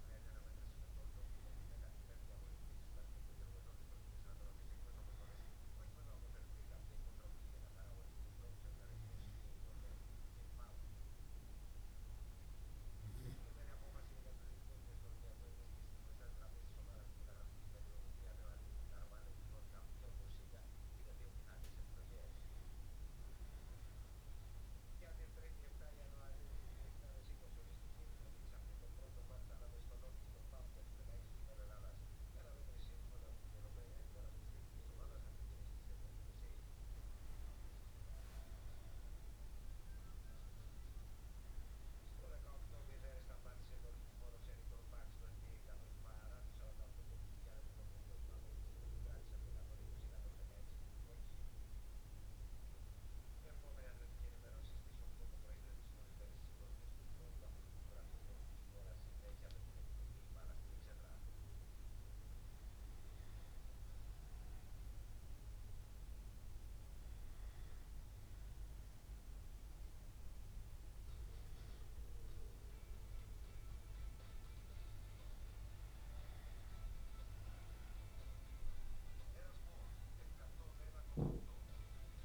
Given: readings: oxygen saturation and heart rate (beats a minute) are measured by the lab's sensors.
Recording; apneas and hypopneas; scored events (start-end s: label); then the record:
breathing in sleep, hard to hear, by a room microphone; 1
37.50-42.00 s: arousal
45.00-60.50 s: hypopnea (oxygen 96% before, 95% lowest, heart rate 67 before, 64 extreme, up 2 after)
60.50-64.00 s: arousal
From the record:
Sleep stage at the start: N2 (light sleep); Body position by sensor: on the back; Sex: male